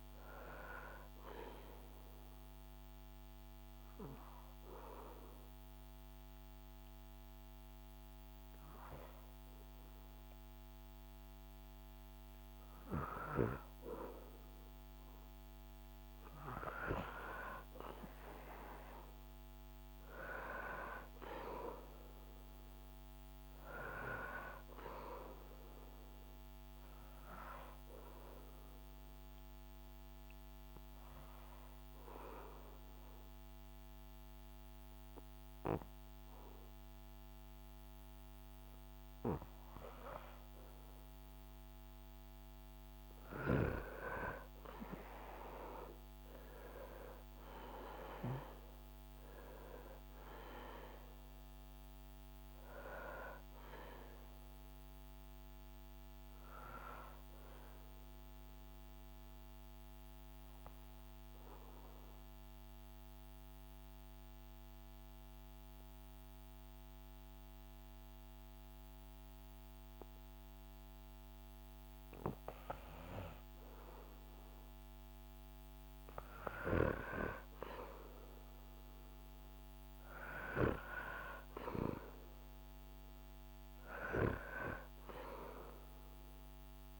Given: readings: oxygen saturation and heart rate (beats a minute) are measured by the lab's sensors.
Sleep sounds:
breathing in sleep by a microphone on the trachea; 3
0.50-12.00 s: obstructive apnea (oxygen 99% before, 96% lowest, heart rate 76 before, 74 extreme, up 6 after)
13.50-19.00 s: arousal
25.50-39.00 s: obstructive apnea (oxygen 98% before, 95% lowest, heart rate 78 before, 70 extreme, up 2 after)
43.00-48.50 s: arousal
57.00-75.00 s: obstructive apnea (oxygen 98% before, 94% lowest, heart rate 76 before, 69 extreme, up 4 after)
77.00-82.00 s: arousal
From the record:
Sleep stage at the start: N2 (light sleep); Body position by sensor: on the back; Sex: male

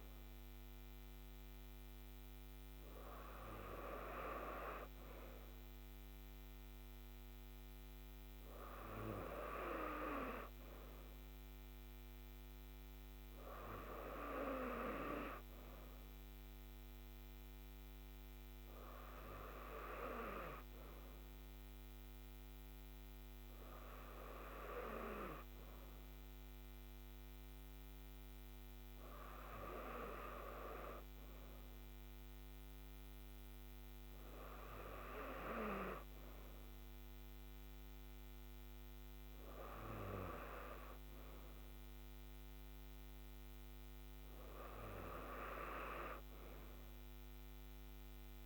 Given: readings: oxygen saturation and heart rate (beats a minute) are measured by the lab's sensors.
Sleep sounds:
breathing in sleep by a microphone on the trachea; none
none scored
From the record:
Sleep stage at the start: N2 (light sleep); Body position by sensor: on the right side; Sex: female

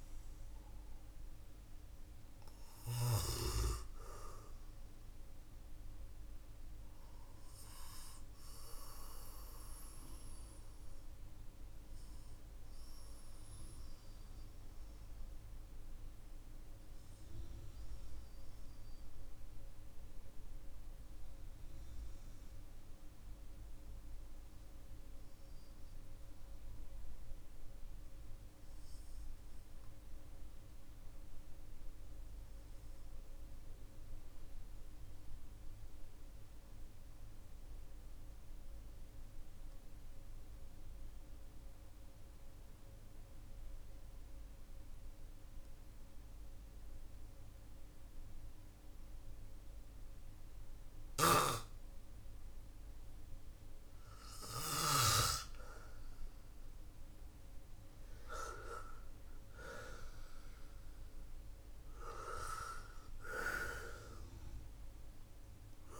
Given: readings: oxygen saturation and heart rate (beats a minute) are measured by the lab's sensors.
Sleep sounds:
breathing in sleep by a room microphone; 1
0.00-20.00 s: oxygen desaturation (device-marked, oxygen 91% lowest, heart rate 43 extreme)
6.00-56.50 s: obstructive apnea (oxygen 98% before, 91% lowest, heart rate 50 before, 45 extreme, up 15 after)
42.00-66.00 s: oxygen desaturation (device-marked, oxygen 99% before, 91% lowest, heart rate 57 before, 42 extreme)
57.50-62.50 s: arousal
From the record:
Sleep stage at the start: N2 (light sleep); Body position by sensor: on the back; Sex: male

